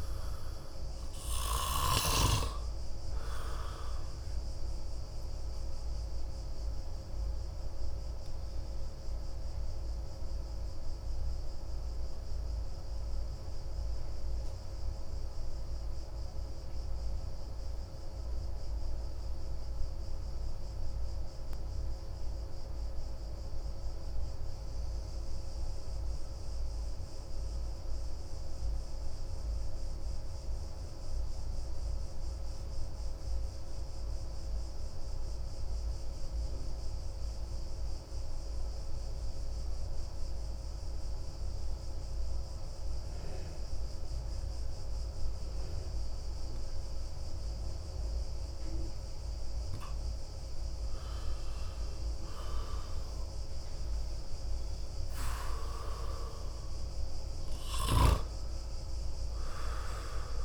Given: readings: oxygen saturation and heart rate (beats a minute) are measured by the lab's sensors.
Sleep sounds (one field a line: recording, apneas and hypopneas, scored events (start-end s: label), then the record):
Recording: breathing in sleep by a room microphone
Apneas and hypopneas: 1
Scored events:
0.00-31.00 s: oxygen desaturation (device-marked, oxygen 89% lowest, heart rate 26 extreme)
4.50-49.50 s: obstructive apnea (oxygen 97% before, 89% lowest, heart rate 41 before, 26 extreme, up 5 after)
48.00-60.45 s: oxygen desaturation (device-marked, oxygen 97% before, 93% lowest)
51.00-54.50 s: arousal
From the record:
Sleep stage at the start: N2 (light sleep)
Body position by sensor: on the back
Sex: male